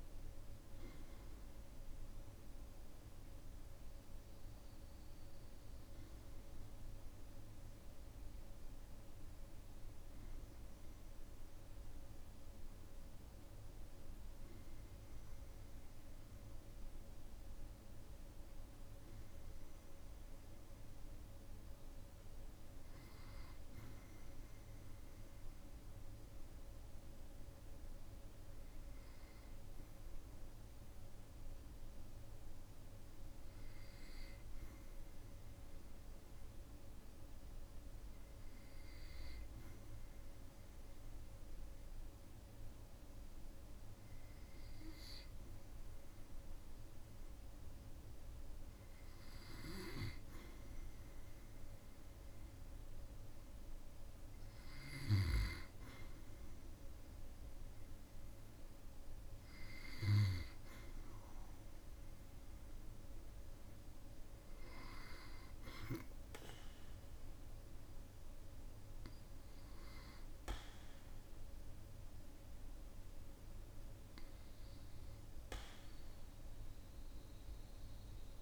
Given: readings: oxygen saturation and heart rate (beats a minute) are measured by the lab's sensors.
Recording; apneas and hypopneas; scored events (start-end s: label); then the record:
breathing in sleep by a room microphone; 1
24.50-46.50 s: obstructive apnea (oxygen 97% before, 91% lowest, heart rate 55 before, 53 extreme, up 4 after)
50.00-78.42 s: oxygen desaturation (device-marked, oxygen 96% before, 91% lowest, heart rate 55 before, 55 extreme)
50.50-53.00 s: arousal
From the record:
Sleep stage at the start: N2 (light sleep); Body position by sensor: on the back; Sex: male